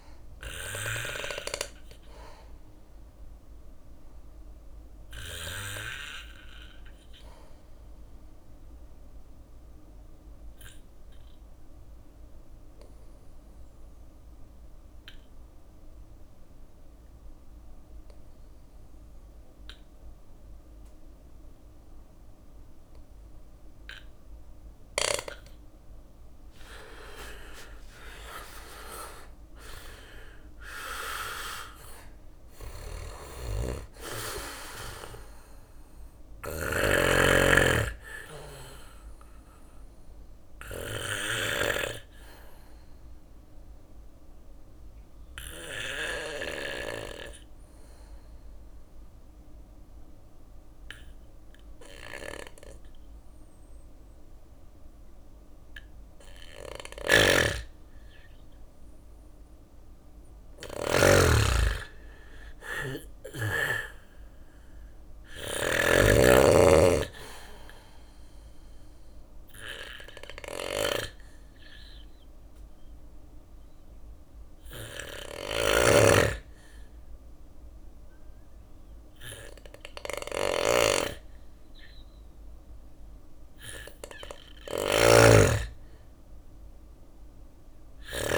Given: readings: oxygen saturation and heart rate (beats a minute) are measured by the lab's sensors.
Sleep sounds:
breathing in sleep by a room microphone; 3
0.00-3.00 s: drop in pulse transit time (device-marked, heart rate 60 before, 60 extreme)
0.00-17.00 s: oxygen desaturation (device-marked, oxygen 99% before, 91% lowest, heart rate 61 before, 57 extreme)
0.00-23.00 s: bradycardia (device-marked, heart rate 60 before, 56 extreme)
1.50-23.50 s: obstructive apnea (oxygen 99% before, 90% lowest, heart rate 61 before, 57 extreme, up 22 after)
25.50-29.00 s: arousal
26.00-38.00 s: drop in pulse transit time (device-marked, heart rate 58 before, 63 extreme)
26.50-28.50 s: long interval between heartbeats (device-marked, heart rate 58 before, 70 extreme)
30.00-52.00 s: oxygen desaturation (device-marked, oxygen 98% before, 90% lowest, heart rate 61 before, 58 extreme)
32.00-46.00 s: snoring (device-marked)
36.00-38.00 s: bradycardia (device-marked, heart rate 60 before, 63 extreme)
40.00-51.00 s: bradycardia (device-marked, heart rate 61 before, 58 extreme)
40.00-58.00 s: obstructive apnea (oxygen 99% before, 90% lowest, heart rate 67 before, 58 extreme, up 6 after)
55.50-60.00 s: snoring (device-marked)
60.50-64.00 s: arousal
64.00-67.00 s: bradycardia (device-marked, heart rate 60 before, 60 extreme)
64.50-88.38 s: snoring (device-marked)
66.00-85.00 s: oxygen desaturation (device-marked, oxygen 99% before, 94% lowest, heart rate 60 before, 58 extreme)
67.50-83.50 s: obstructive apnea (oxygen 99% before, 92% lowest, heart rate 60 before, 58 extreme, up 6 after)
75.00-85.00 s: bradycardia (device-marked, heart rate 60 before, 58 extreme)
86.00-88.38 s: arousal
87.00-88.38 s: drop in pulse transit time (device-marked, heart rate 59 before, 59 extreme)
From the record:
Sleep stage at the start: N2 (light sleep); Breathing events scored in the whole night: 335 in 5.2 hours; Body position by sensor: on the back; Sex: male

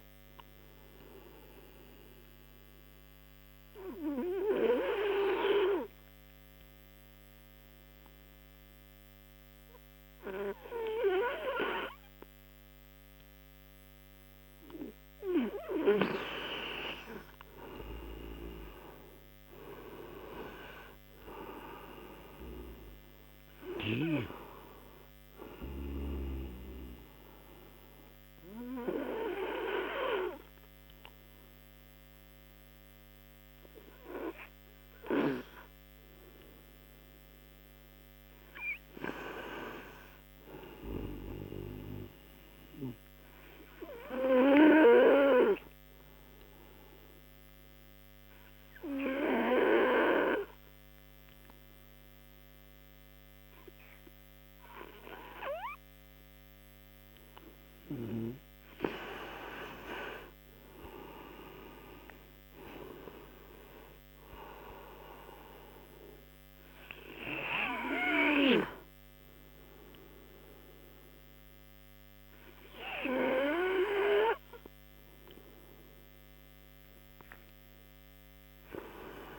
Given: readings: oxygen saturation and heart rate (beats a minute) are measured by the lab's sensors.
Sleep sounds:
breathing in sleep by a microphone on the trachea; 3
2.00-15.50 s: hypopnea (oxygen 96% before, 90% lowest, heart rate 63 before, 59 extreme, up 20 after)
19.50-23.00 s: arousal
22.50-45.50 s: oxygen desaturation (device-marked, oxygen 95% before, 90% lowest, heart rate 67 before, 58 extreme)
26.50-37.00 s: obstructive apnea (oxygen 96% before, 90% lowest, heart rate 68 before, 58 extreme, up 7 after)
38.00-40.00 s: arousal
44.50-58.00 s: obstructive apnea (oxygen 95% before, 90% lowest, heart rate 66 before, 60 extreme, up 20 after)
61.00-64.50 s: arousal
67.50-79.39 s: oxygen desaturation (device-marked, oxygen 95% before, 90% lowest, heart rate 68 before, 54 extreme)
From the record:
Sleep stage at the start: N2 (light sleep); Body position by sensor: on the front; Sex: male

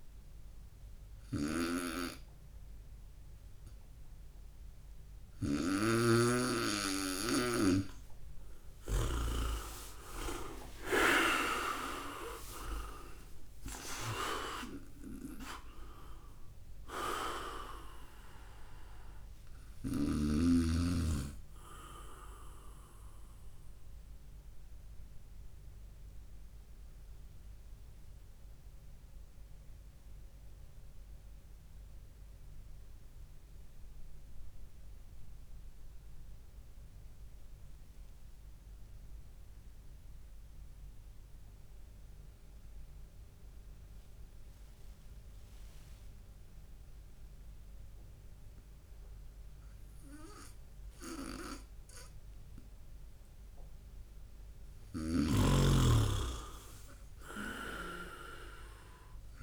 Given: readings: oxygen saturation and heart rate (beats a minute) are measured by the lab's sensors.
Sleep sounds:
breathing in sleep by a room microphone; 1
0.00-5.50 s: snoring (device-marked)
5.00-9.50 s: arousal
7.50-13.00 s: snoring (device-marked)
15.00-20.00 s: snoring (device-marked)
26.50-53.00 s: obstructive apnea (oxygen 98% before, 94% lowest, heart rate 71 before, 57 extreme, up 5 after)
55.00-59.43 s: snoring (device-marked)
55.50-59.00 s: arousal
From the record:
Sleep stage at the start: N2 (light sleep); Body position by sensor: on the right side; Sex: male

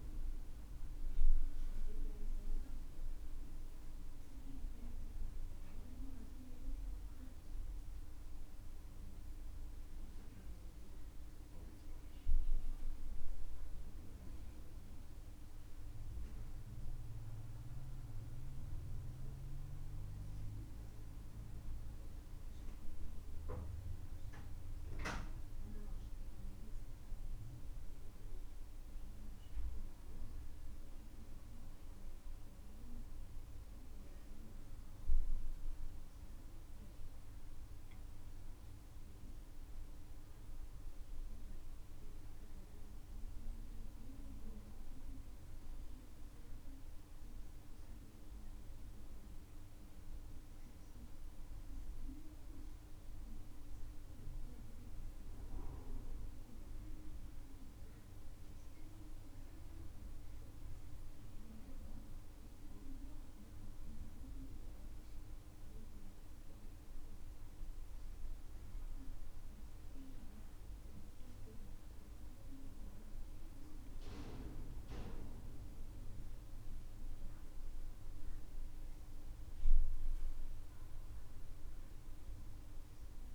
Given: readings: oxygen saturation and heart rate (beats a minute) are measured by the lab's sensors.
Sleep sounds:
a person awake in a sleep study, by a room microphone; none
none scored
From the record:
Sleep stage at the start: awake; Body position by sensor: on the back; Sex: male

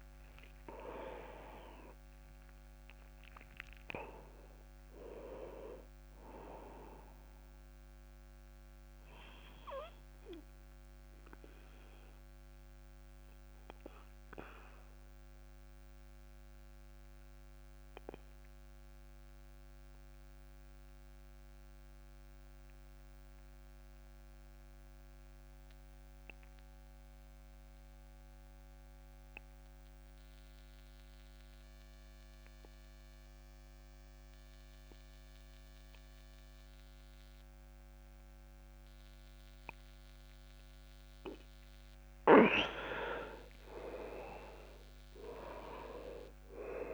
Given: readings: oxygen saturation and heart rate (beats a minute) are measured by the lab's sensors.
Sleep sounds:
breathing in sleep by a microphone on the trachea; 1
0.00-21.50 s: oxygen desaturation (device-marked, oxygen 86% lowest, heart rate 27 extreme)
9.50-41.00 s: obstructive apnea (oxygen 99% before, 86% lowest, heart rate 60 before, 36 extreme, up 24 after)
40.50-46.94 s: oxygen desaturation (device-marked, oxygen 99% before, 89% lowest, heart rate 52 before, 31 extreme)
43.50-46.94 s: arousal
From the record:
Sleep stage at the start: N2 (light sleep); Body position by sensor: on the back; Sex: male

